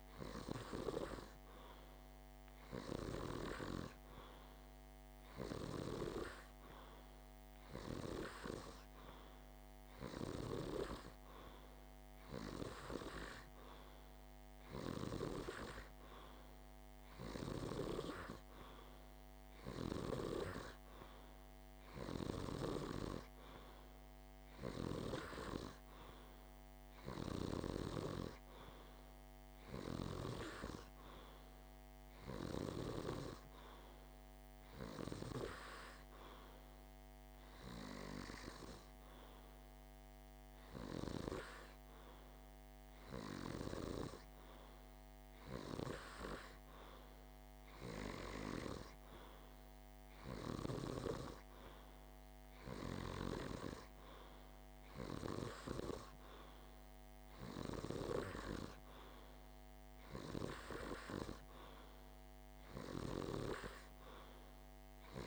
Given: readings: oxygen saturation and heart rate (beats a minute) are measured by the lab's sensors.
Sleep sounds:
breathing in sleep by a microphone on the trachea; none
none scored
From the record:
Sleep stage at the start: N2 (light sleep); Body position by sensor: on the back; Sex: male

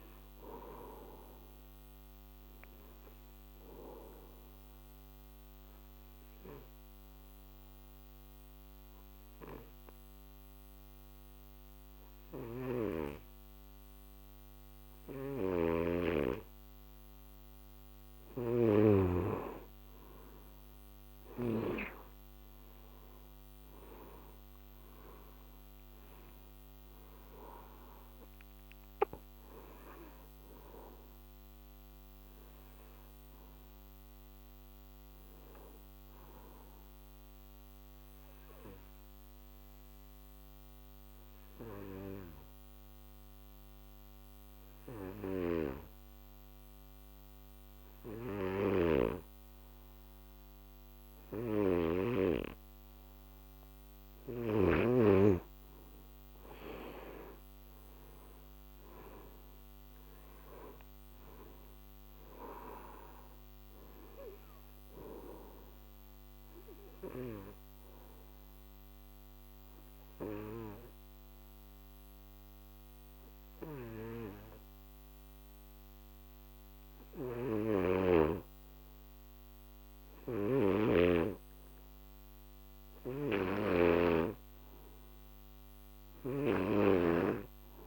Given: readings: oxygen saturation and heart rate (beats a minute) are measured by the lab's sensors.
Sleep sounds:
breathing in sleep by a microphone on the trachea; 3
0.00-16.50 s: oxygen desaturation (device-marked, oxygen 87% lowest, heart rate 46 extreme)
1.50-18.00 s: obstructive apnea (oxygen 98% before, 87% lowest, heart rate 60 before, 49 extreme, up 22 after)
12.00-21.50 s: snoring (device-marked)
20.50-24.00 s: arousal
22.50-44.50 s: oxygen desaturation (device-marked, oxygen 97% before, 87% lowest, heart rate 54 before, 52 extreme)
34.00-54.50 s: obstructive apnea (oxygen 97% before, 87% lowest, heart rate 63 before, 48 extreme, up 18 after)
45.00-52.00 s: snoring (device-marked)
55.50-80.50 s: oxygen desaturation (device-marked, oxygen 98% before, 87% lowest, heart rate 55 before, 48 extreme)
57.00-60.50 s: arousal
66.50-78.50 s: hypopnea (oxygen 98% before, 87% lowest, heart rate 61 before, 49 extreme, up 8 after)
73.50-87.87 s: snoring (device-marked)
83.00-86.00 s: arousal
86.50-87.87 s: oxygen desaturation (device-marked, oxygen 97% before, 87% lowest, heart rate 53 before, 57 extreme)
From the record:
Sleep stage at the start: N2 (light sleep); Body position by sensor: on the back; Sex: male

